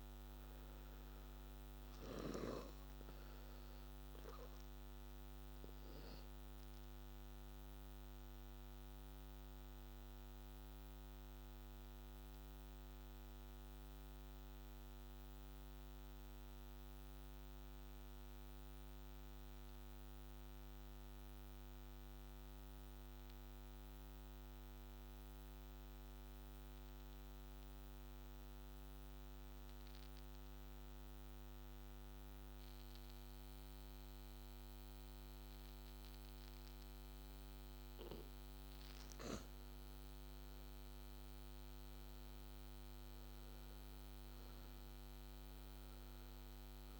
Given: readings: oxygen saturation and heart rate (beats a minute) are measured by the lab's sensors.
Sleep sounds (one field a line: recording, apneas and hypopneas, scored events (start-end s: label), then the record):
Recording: breathing in sleep, hard to hear, by a microphone on the trachea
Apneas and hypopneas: 1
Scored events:
0.00-20.00 s: oxygen desaturation (device-marked, oxygen 85% lowest, heart rate 63 extreme)
4.50-37.50 s: mixed apnea (oxygen 98% before, 84% lowest, heart rate 67 before, 63 extreme, up 6 after)
33.00-47.00 s: oxygen desaturation (device-marked, oxygen 99% before, 84% lowest, heart rate 64 before, 63 extreme)
39.00-43.00 s: arousal
From the record:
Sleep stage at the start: N2 (light sleep)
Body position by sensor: on the back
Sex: male